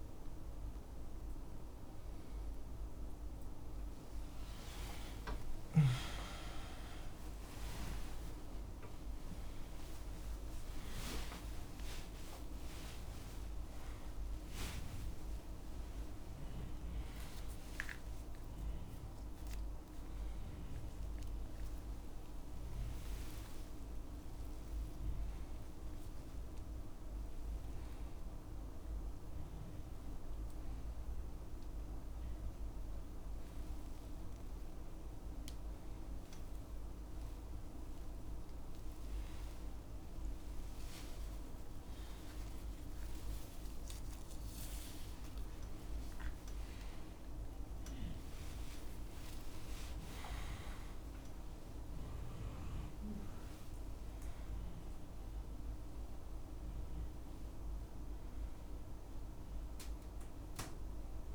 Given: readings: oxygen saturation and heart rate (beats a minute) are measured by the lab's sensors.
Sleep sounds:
a person awake in a sleep study, hard to hear, by a room microphone; none
0.00-1.50 s: snoring (device-marked)
0.00-11.50 s: oxygen desaturation (device-marked, oxygen 89% lowest, heart rate 69 extreme)
20.50-24.50 s: snoring (device-marked)
33.50-37.00 s: snoring (device-marked)
From the record:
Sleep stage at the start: awake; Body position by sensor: on the back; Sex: male

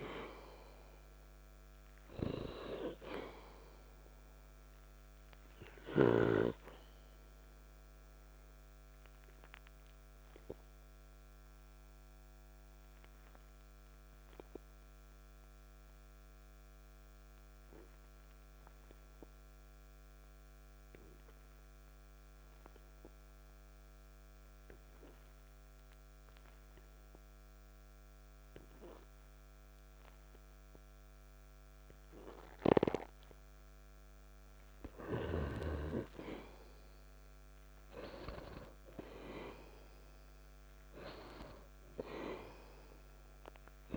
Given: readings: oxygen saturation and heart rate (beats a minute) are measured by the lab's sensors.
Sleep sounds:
breathing in sleep by a microphone on the trachea; 1
6.50-34.00 s: obstructive apnea (oxygen 97% before, 89% lowest, heart rate 52 before, 51 extreme, up 1 after)
18.00-33.00 s: oxygen desaturation (device-marked, oxygen 93% before, 89% lowest, heart rate 55 before, 51 extreme)
35.50-39.50 s: arousal
From the record:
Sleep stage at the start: N2 (light sleep); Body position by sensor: on the back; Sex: male

